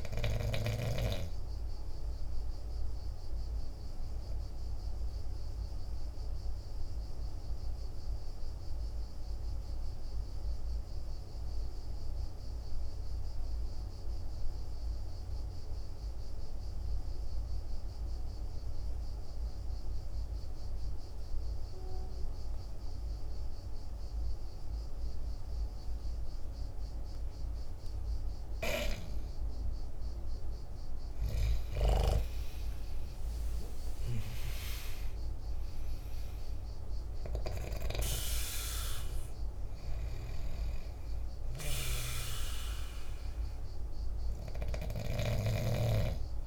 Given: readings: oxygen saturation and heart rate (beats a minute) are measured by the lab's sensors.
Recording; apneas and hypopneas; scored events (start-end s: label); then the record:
breathing in sleep by a room microphone; 1
0.00-13.00 s: oxygen desaturation (device-marked, oxygen 86% lowest, heart rate 47 extreme)
5.00-28.00 s: obstructive apnea (oxygen 97% before, 85% lowest, heart rate 54 before, 48 extreme, up 10 after)
28.00-46.47 s: oxygen desaturation (device-marked, oxygen 99% before, 85% lowest, heart rate 49 before, 47 extreme)
29.50-33.50 s: arousal
From the record:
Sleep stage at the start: N2 (light sleep); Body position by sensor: on the back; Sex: male